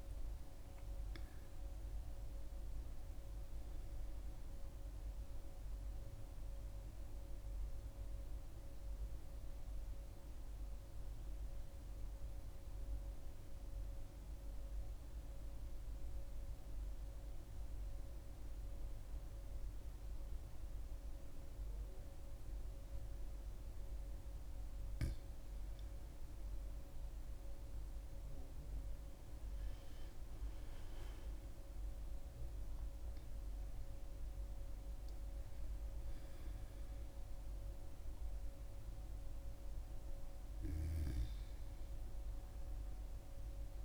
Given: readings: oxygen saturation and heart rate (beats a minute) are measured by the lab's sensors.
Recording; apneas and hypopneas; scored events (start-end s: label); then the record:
breathing in sleep, hard to hear, by a room microphone; 1
0.00-1.00 s: arousal
5.50-24.00 s: mixed apnea (oxygen 98% before, 94% lowest, heart rate 76 before, 67 extreme, up 4 after)
26.50-32.00 s: arousal
32.00-43.85 s: oxygen desaturation (device-marked, oxygen 99% before, 94% lowest, heart rate 69 before, 65 extreme)
From the record:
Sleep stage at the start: N2 (light sleep); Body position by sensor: on the back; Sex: female